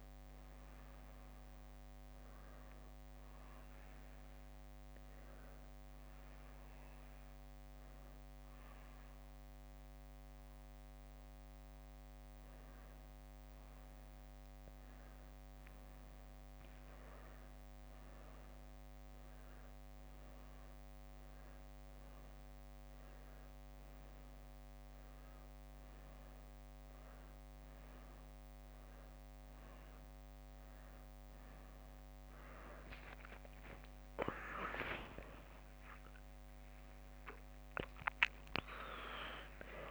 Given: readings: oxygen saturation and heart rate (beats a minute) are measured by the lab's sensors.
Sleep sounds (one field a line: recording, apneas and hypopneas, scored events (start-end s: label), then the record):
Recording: a person awake in a sleep study, by a microphone on the trachea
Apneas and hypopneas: none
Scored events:
6.00-10.50 s: leg movement (device-marked)
13.00-18.00 s: leg movement (device-marked)
34.00-39.91 s: drop in pulse transit time (device-marked, heart rate 64 before, 66 extreme)
36.00-38.00 s: leg movement (device-marked)
From the record:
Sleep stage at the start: awake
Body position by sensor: on the back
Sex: female